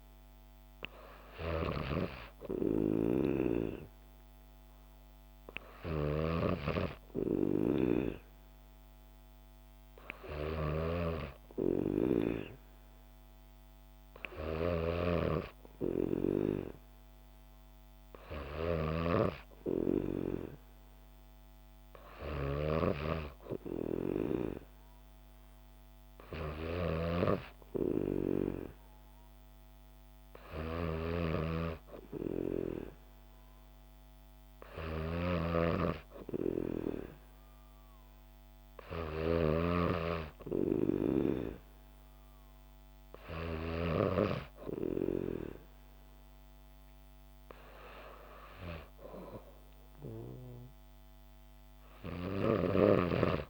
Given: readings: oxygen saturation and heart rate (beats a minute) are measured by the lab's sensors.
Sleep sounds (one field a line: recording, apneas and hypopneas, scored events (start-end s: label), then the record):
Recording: breathing in sleep by a microphone on the trachea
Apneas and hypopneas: none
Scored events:
0.00-44.00 s: snoring (device-marked)
52.50-53.50 s: snoring (device-marked)
From the record:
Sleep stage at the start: N3 (deep sleep)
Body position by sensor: on the back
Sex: female